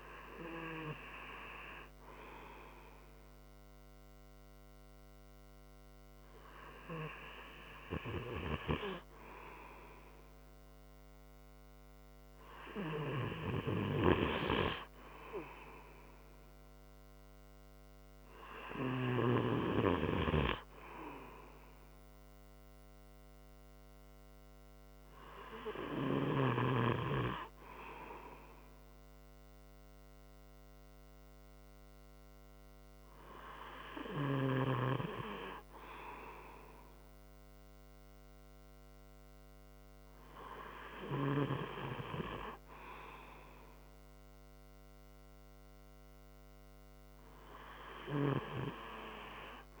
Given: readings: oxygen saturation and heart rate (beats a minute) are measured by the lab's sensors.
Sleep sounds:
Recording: breathing in sleep by a microphone on the trachea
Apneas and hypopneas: none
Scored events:
none scored
From the record:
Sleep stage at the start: N2 (light sleep)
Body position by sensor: on the front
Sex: male

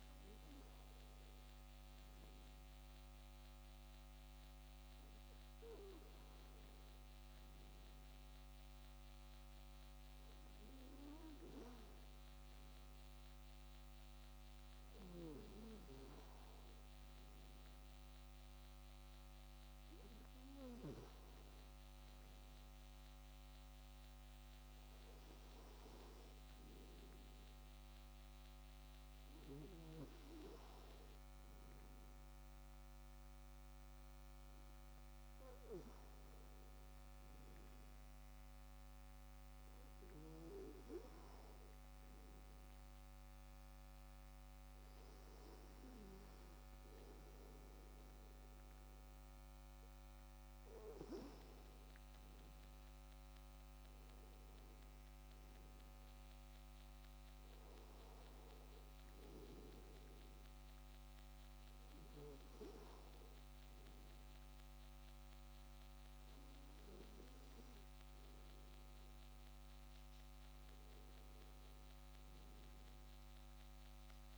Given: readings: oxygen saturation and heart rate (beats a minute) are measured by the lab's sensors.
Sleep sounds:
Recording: breathing in sleep by a microphone on the trachea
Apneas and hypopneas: 1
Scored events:
42.00-52.00 s: obstructive apnea (oxygen 95% before, 92% lowest, heart rate 81 before, 81 extreme, up 6 after)
53.00-56.50 s: arousal
From the record:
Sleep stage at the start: N2 (light sleep)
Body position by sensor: on the back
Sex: male

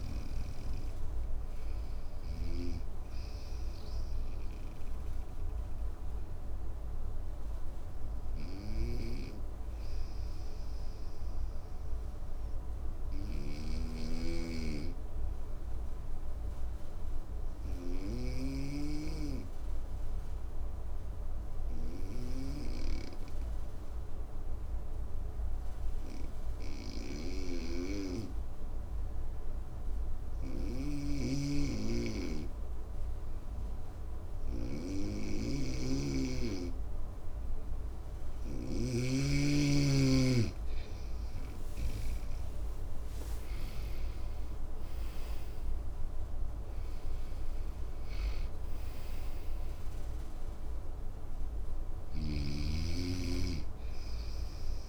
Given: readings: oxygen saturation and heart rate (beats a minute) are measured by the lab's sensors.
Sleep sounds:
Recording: breathing in sleep by a room microphone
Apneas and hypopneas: 1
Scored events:
1.00-35.00 s: obstructive apnea (oxygen 95% before, 92% lowest, heart rate 65 before, 55 extreme, up 5 after)
30.00-38.50 s: snoring (device-marked)
40.50-44.00 s: arousal
44.50-54.89 s: oxygen desaturation (device-marked, oxygen 96% before, 92% lowest, heart rate 57 before, 54 extreme)
51.50-54.89 s: snoring (device-marked)
From the record:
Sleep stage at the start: N2 (light sleep)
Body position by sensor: on the right side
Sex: male

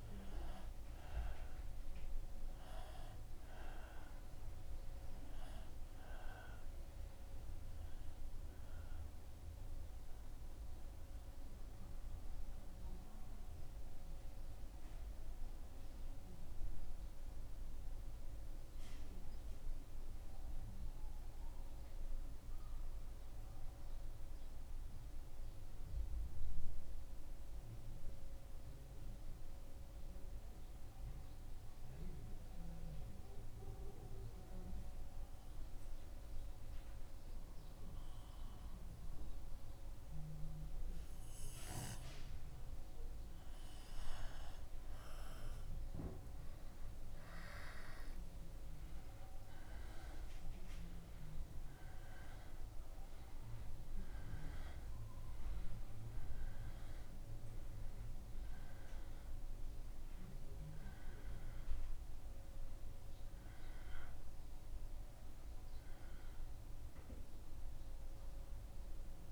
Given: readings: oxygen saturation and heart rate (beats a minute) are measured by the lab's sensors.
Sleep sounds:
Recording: breathing in sleep by a room microphone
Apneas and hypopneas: 1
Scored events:
8.50-44.00 s: obstructive apnea (oxygen 96% before, 94% lowest, heart rate 75 before, 73 extreme, up 0 after)
47.00-51.50 s: arousal
From the record:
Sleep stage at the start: N2 (light sleep)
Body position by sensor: on the back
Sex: male

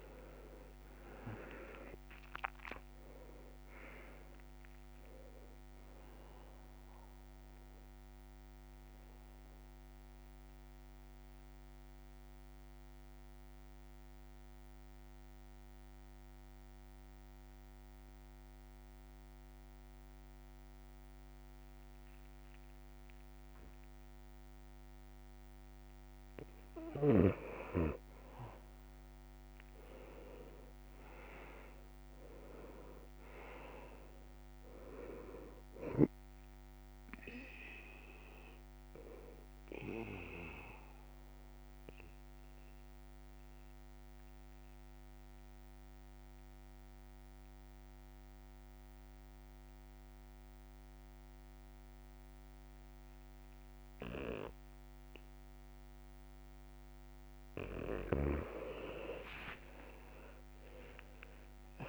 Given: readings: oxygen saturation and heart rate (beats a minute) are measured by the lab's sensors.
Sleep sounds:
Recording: breathing in sleep by a microphone on the trachea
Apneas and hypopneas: 2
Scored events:
0.00-1.00 s: arousal
8.00-25.00 s: mixed apnea (oxygen 98% before, 88% lowest, heart rate 68 before, 60 extreme, up 11 after)
15.00-35.00 s: oxygen desaturation (device-marked, oxygen 96% before, 88% lowest, heart rate 70 before, 60 extreme)
28.00-32.00 s: arousal
37.00-60.00 s: oxygen desaturation (device-marked, oxygen 99% before, 89% lowest, heart rate 66 before, 63 extreme)
39.00-56.50 s: mixed apnea (oxygen 99% before, 89% lowest, heart rate 67 before, 63 extreme, up 9 after)
59.00-61.89 s: arousal
From the record:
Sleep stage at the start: N2 (light sleep)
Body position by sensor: on the back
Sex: male

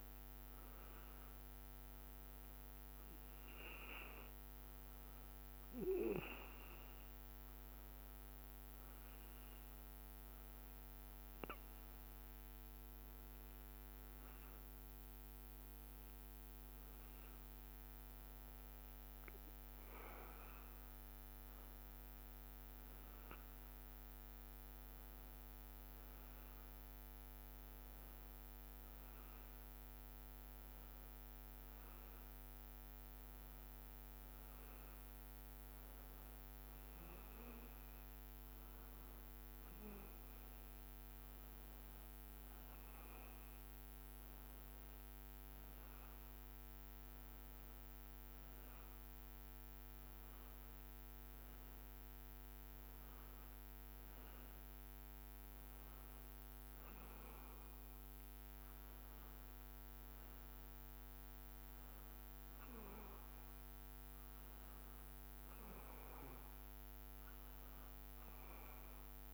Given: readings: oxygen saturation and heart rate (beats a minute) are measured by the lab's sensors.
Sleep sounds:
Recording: breathing in sleep, hard to hear, by a microphone on the trachea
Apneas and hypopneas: none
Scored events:
41.00-52.00 s: drop in pulse transit time (device-marked, heart rate 65 before, 63 extreme)
From the record:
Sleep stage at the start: N2 (light sleep)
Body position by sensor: on the back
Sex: male

